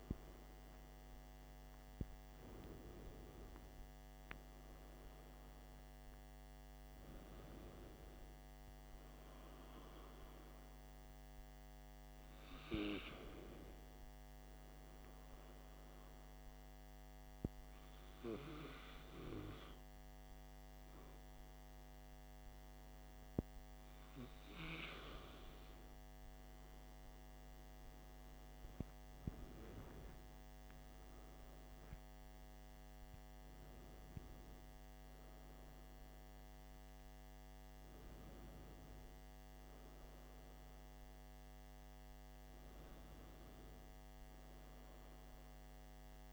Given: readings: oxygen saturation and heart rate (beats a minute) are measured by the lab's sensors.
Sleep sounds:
breathing in sleep by a microphone on the trachea; 1
0.00-3.50 s: arousal
15.50-27.50 s: obstructive apnea (oxygen 95% before, 93% lowest, heart rate 59 before, 53 extreme, up 18 after)
30.50-35.00 s: arousal
From the record:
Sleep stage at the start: N2 (light sleep); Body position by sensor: on the back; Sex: male

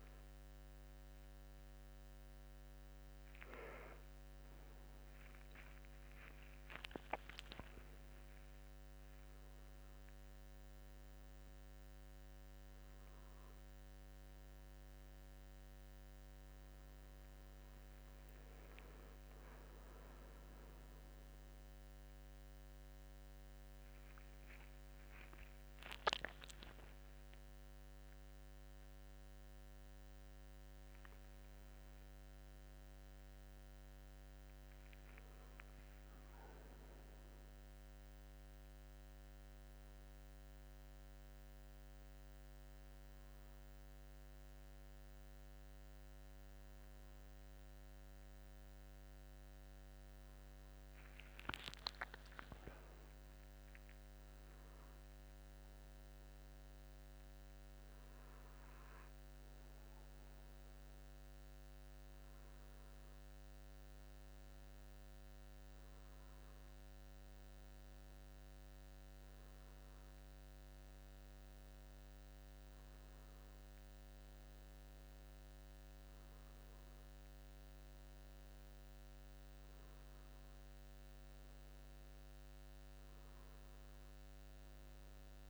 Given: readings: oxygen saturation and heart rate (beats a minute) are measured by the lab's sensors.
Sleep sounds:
breathing in sleep, hard to hear, by a microphone on the trachea; none
24.50-28.00 s: arousal
From the record:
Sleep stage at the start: N1 (lightest sleep); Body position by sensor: on the back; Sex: male

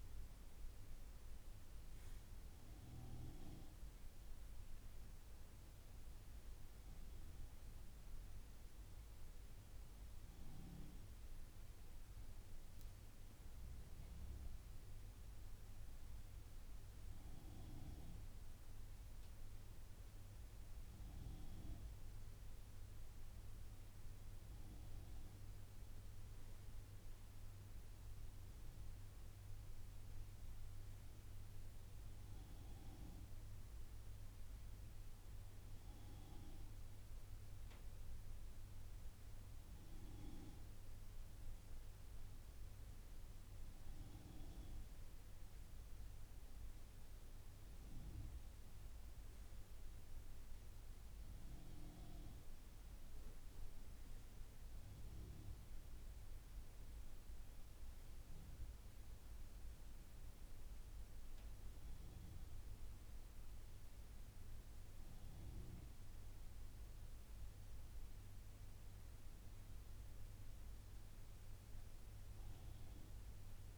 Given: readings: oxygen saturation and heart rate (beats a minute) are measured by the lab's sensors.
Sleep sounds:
breathing in sleep by a room microphone; none
none scored
From the record:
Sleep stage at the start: N2 (light sleep); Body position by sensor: on the right side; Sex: male

